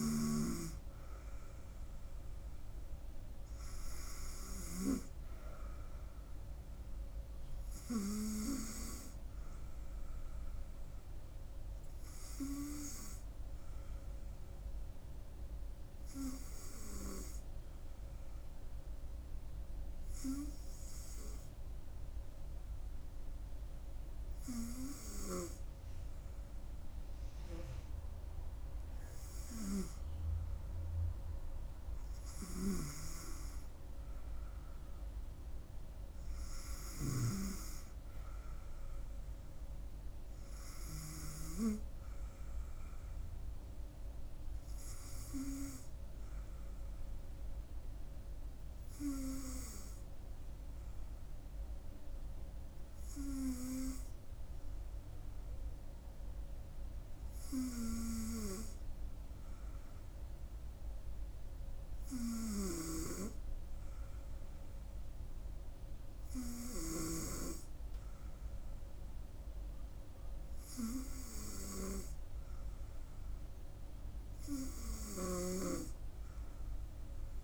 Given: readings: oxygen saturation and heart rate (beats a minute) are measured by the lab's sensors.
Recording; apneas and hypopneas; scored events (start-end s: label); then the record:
breathing in sleep by a room microphone; 2
12.50-29.50 s: hypopnea (oxygen 97% before, 94% lowest, heart rate 71 before, 66 extreme, up 9 after)
31.50-33.50 s: arousal
48.00-62.00 s: hypopnea (oxygen 97% before, 95% lowest, heart rate 71 before, 68 extreme, up 5 after)
65.50-69.00 s: arousal
From the record:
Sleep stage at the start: N2 (light sleep); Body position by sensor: on the front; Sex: female